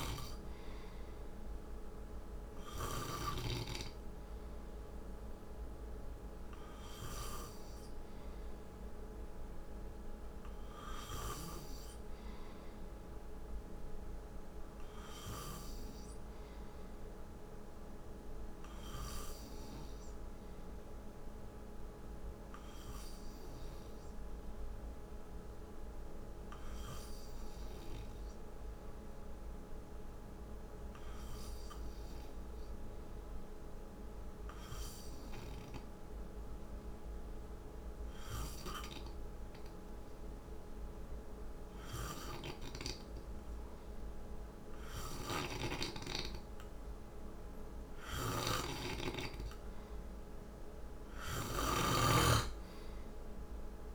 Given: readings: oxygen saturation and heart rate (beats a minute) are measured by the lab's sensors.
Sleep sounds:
breathing in sleep by a room microphone; 1
0.00-2.50 s: snoring (device-marked)
15.50-46.00 s: hypopnea (oxygen 94% before, 90% lowest, heart rate 57 before, 55 extreme, up 3 after)
38.50-53.95 s: oxygen desaturation (device-marked, oxygen 95% before, 90% lowest, heart rate 58 before, 56 extreme)
44.50-53.95 s: snoring (device-marked)
48.00-53.00 s: arousal
From the record:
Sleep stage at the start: N2 (light sleep); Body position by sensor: on the right side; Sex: male

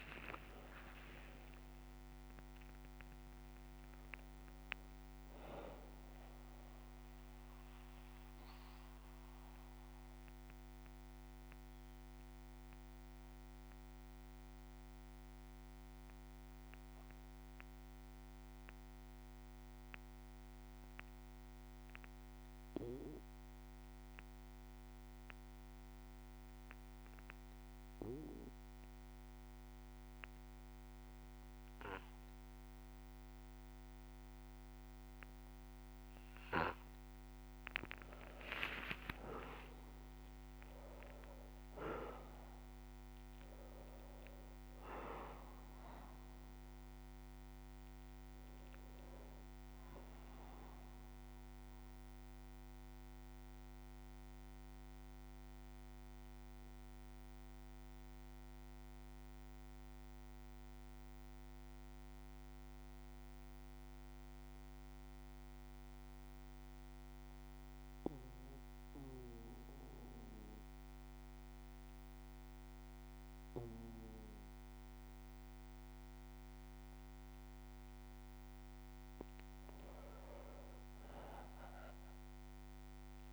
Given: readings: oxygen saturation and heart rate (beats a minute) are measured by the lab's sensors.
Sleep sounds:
breathing in sleep by a microphone on the trachea; 2
0.00-1.00 s: long interval between heartbeats (device-marked, heart rate 72 extreme)
8.00-35.00 s: obstructive apnea (oxygen 99% before, 92% lowest, heart rate 65 before, 57 extreme, up 14 after)
8.50-28.50 s: bradycardia (device-marked, heart rate 59 before, 57 extreme)
23.50-83.33 s: new sleep stage, N2 (light sleep)
29.50-34.50 s: bradycardia (device-marked, heart rate 59 before, 59 extreme)
33.50-66.50 s: oxygen desaturation (device-marked, oxygen 99% before, 92% lowest, heart rate 58 before, 55 extreme)
37.50-41.50 s: arousal
38.00-40.00 s: long interval between heartbeats (device-marked, heart rate 58 before, 69 extreme)
50.50-74.50 s: bradycardia (device-marked, heart rate 59 before, 55 extreme)
51.50-76.50 s: obstructive apnea (oxygen 99% before, 92% lowest, heart rate 65 before, 55 extreme, up 6 after)
79.50-83.33 s: arousal
81.50-83.33 s: oxygen desaturation (device-marked, oxygen 99% before, 95% lowest, heart rate 58 before, 55 extreme)
From the record:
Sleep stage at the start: N1 (lightest sleep); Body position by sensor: on the back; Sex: male

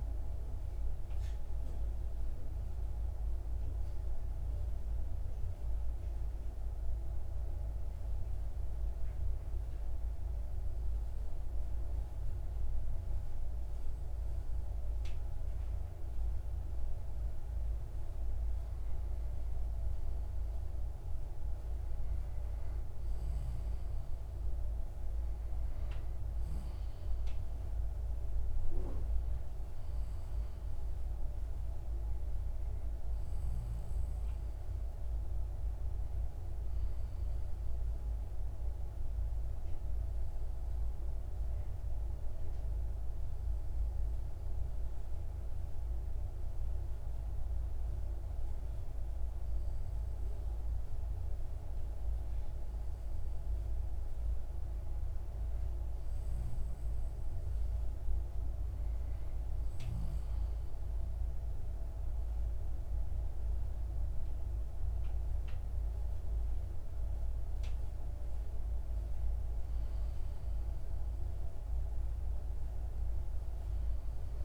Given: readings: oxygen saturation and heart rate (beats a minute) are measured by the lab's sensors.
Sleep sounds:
breathing in sleep, hard to hear, by a room microphone; 2
0.50-13.50 s: obstructive apnea (oxygen 95% before, 93% lowest)
15.00-19.00 s: arousal
37.00-54.50 s: hypopnea (oxygen 96% before, 93% lowest)
56.50-61.00 s: arousal
From the record:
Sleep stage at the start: N2 (light sleep); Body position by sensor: on the back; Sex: male

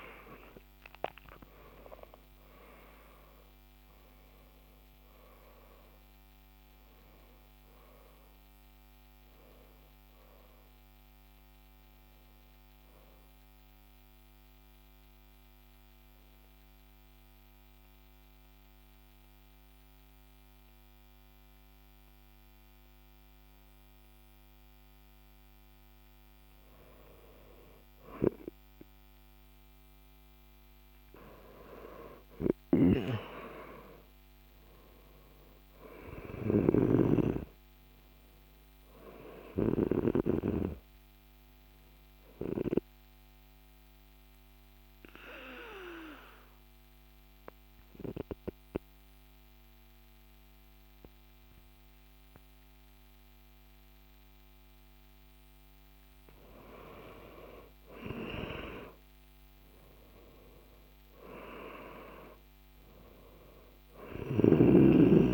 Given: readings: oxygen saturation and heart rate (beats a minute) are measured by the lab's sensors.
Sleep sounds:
breathing in sleep by a microphone on the trachea; 2
0.00-4.00 s: arousal
2.00-6.00 s: oxygen desaturation (device-marked, oxygen 98% before, 95% lowest, heart rate 54 before, 54 extreme)
16.00-26.50 s: central apnea (oxygen 98% before, 95% lowest, heart rate 64 before, 50 extreme, up 5 after)
27.50-32.50 s: arousal
41.50-56.50 s: obstructive apnea (oxygen 98% before, 95% lowest, heart rate 58 before, 49 extreme, up 15 after)
56.00-61.00 s: oxygen desaturation (device-marked, oxygen 98% before, 95% lowest, heart rate 53 before, 49 extreme)
57.50-62.00 s: arousal
From the record:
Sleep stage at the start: N2 (light sleep); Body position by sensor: on the back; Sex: male

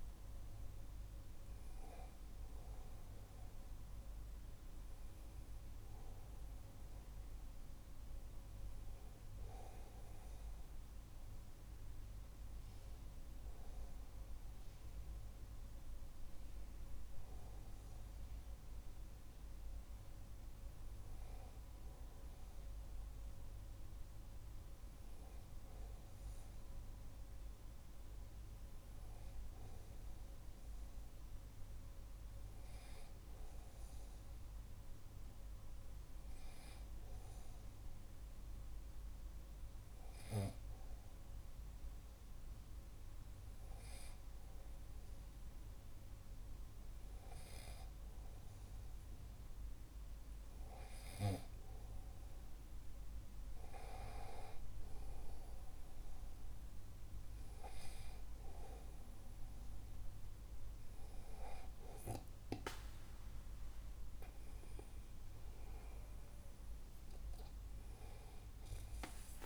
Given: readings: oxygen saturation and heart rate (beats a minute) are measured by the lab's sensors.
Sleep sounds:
breathing in sleep by a room microphone; 1
23.00-27.50 s: arousal
29.50-50.50 s: hypopnea (oxygen 97% before, 95% lowest, heart rate 48 before, 44 extreme, up 2 after)
54.00-58.00 s: arousal
From the record:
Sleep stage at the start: N2 (light sleep); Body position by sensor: on the back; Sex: male

